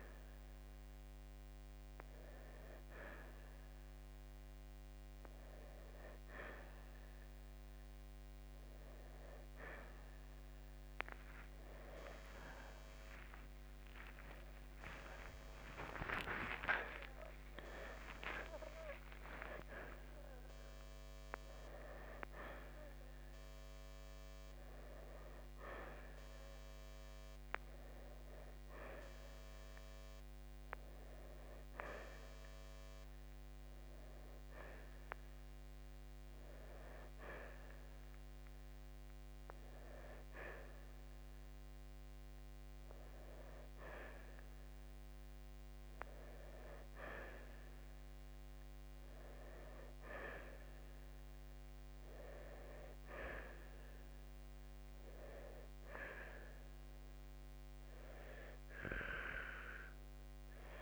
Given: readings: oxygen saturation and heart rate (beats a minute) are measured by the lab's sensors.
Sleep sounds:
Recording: breathing in sleep by a microphone on the trachea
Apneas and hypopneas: none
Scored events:
7.00-20.00 s: oxygen desaturation (device-marked, oxygen 90% before, 86% lowest, heart rate 67 before, 26 extreme)
13.50-19.00 s: arousal
30.00-60.82 s: new sleep stage, N2 (light sleep)
From the record:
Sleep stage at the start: N1 (lightest sleep)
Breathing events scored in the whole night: 207 in 4.2 hours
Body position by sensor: on the right side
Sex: male

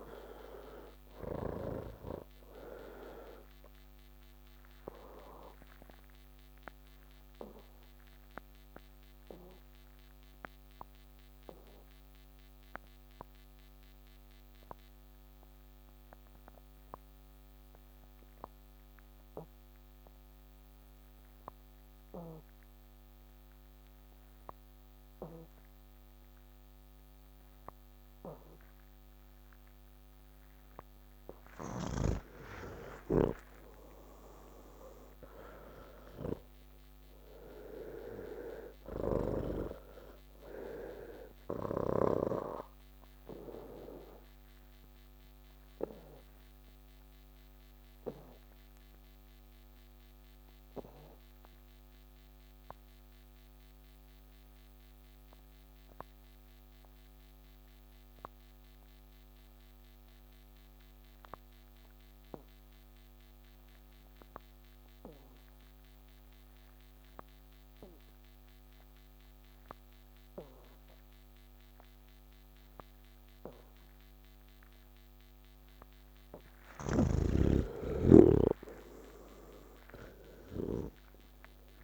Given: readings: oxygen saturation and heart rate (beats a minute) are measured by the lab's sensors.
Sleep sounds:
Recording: breathing in sleep by a microphone on the trachea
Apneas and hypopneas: 2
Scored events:
4.00-19.00 s: oxygen desaturation (device-marked, oxygen 99% before, 91% lowest, heart rate 138 before, 65 extreme)
6.50-29.50 s: obstructive apnea (oxygen 99% before, 80% lowest, heart rate 140 before, 65 extreme, up 40 after)
21.00-59.00 s: oxygen desaturation (device-marked, oxygen 98% before, 82% lowest, heart rate 149 before, 65 extreme)
45.00-76.00 s: obstructive apnea (oxygen 98% before, 79% lowest, heart rate 102 before, 133 extreme, up 54 after)
65.00-81.84 s: oxygen desaturation (device-marked, oxygen 99% before, 79% lowest, heart rate 184 before, 127 extreme)
77.00-81.50 s: snoring (device-marked)
From the record:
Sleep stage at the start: N2 (light sleep)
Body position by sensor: on the back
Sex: male

